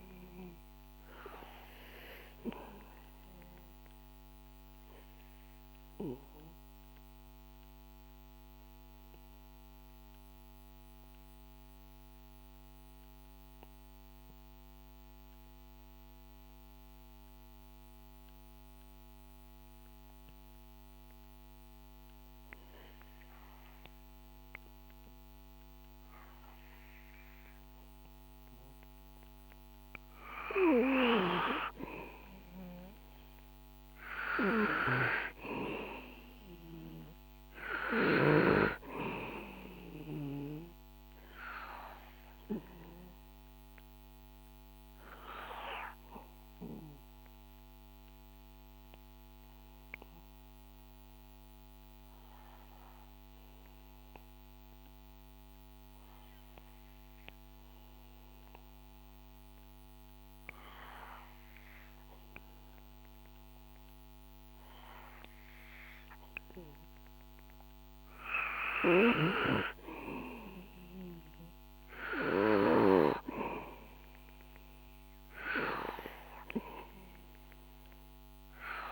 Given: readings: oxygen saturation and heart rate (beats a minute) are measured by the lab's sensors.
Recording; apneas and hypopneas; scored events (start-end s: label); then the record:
breathing in sleep by a microphone on the trachea; 2
0.00-22.50 s: oxygen desaturation (device-marked, oxygen 91% lowest, heart rate 57 extreme)
5.50-30.00 s: obstructive apnea (oxygen 99% before, 91% lowest, heart rate 64 before, 57 extreme, up 5 after)
35.50-39.50 s: arousal
38.50-59.50 s: oxygen desaturation (device-marked, oxygen 96% before, 91% lowest, heart rate 62 before, 60 extreme)
44.00-66.00 s: obstructive apnea (oxygen 97% before, 91% lowest, heart rate 64 before, 60 extreme, up 4 after)
68.00-71.50 s: arousal
70.50-78.92 s: oxygen desaturation (device-marked, oxygen 97% before, 92% lowest, heart rate 62 before, 61 extreme)
From the record:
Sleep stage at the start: N2 (light sleep); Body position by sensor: on the back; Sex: male